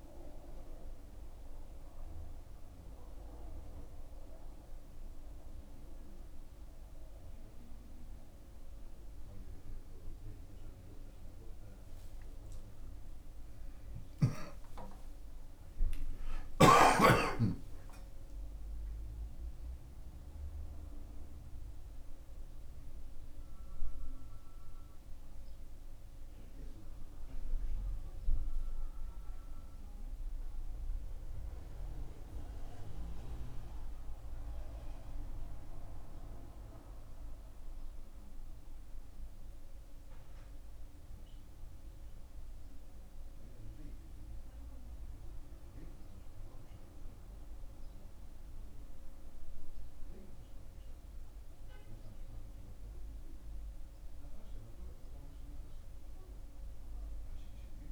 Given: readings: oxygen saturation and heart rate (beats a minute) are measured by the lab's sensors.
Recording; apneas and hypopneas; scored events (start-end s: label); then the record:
a person awake in a sleep study, by a room microphone; none
none scored
From the record:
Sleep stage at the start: awake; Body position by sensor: on the back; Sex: male